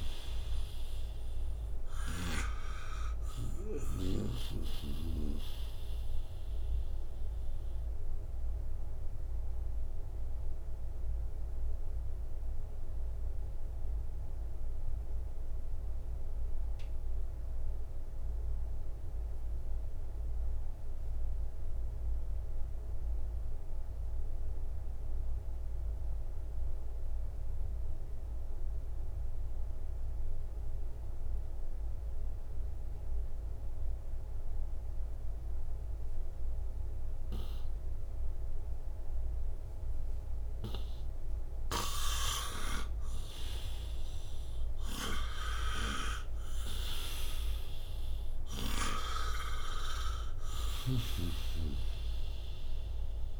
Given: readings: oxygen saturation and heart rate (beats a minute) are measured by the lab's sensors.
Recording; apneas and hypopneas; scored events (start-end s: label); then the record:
breathing in sleep by a room microphone; 1
0.00-19.50 s: oxygen desaturation (device-marked, oxygen 88% lowest, heart rate 60 extreme)
7.50-39.00 s: obstructive apnea (oxygen 98% before, 88% lowest, heart rate 75 before, 60 extreme, up 4 after)
37.50-53.40 s: oxygen desaturation (device-marked, oxygen 98% before, 88% lowest, heart rate 61 before, 61 extreme)
41.50-45.50 s: arousal
From the record:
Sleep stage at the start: N2 (light sleep); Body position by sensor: on the right side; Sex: male